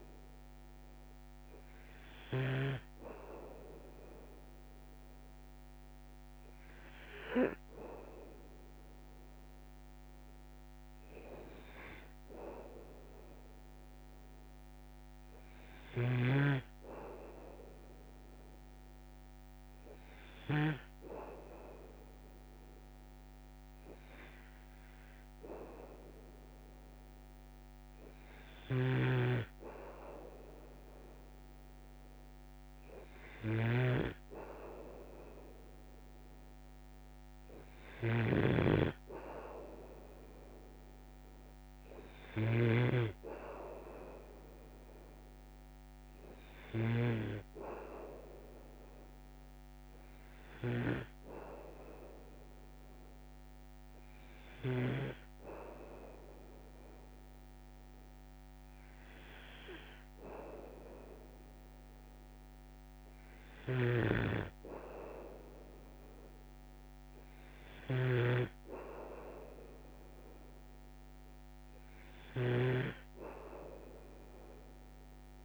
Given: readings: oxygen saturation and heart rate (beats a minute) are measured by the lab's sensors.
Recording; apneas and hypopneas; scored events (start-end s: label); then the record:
breathing in sleep by a microphone on the trachea; none
0.00-2.50 s: snoring (device-marked)
28.50-55.00 s: snoring (device-marked)
41.00-43.00 s: long interval between heartbeats (device-marked, heart rate 57 before, 62 extreme)
63.50-75.45 s: snoring (device-marked)
From the record:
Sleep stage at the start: N2 (light sleep); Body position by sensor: on the back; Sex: male